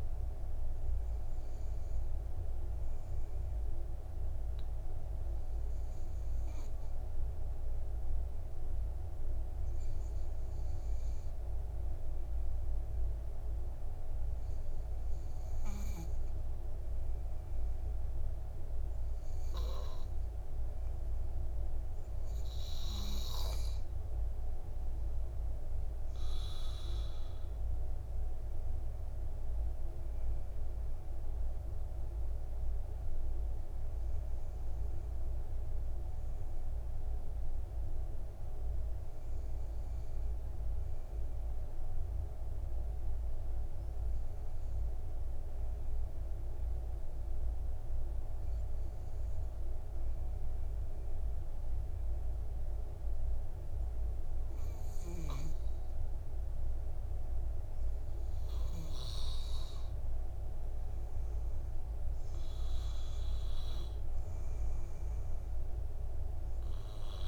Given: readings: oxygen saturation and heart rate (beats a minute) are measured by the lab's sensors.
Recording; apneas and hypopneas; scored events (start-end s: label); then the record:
breathing in sleep, hard to hear, by a room microphone; 2
4.50-21.00 s: obstructive apnea (oxygen 96% before, 93% lowest, heart rate 60 before, 51 extreme, up 7 after)
23.50-27.50 s: arousal
26.50-50.50 s: oxygen desaturation (device-marked, oxygen 96% before, 93% lowest, heart rate 57 before, 51 extreme)
43.00-58.50 s: obstructive apnea (oxygen 96% before, 93% lowest, heart rate 61 before, 54 extreme, up 7 after)
60.50-63.50 s: arousal
From the record:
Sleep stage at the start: N2 (light sleep); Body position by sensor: on the back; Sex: male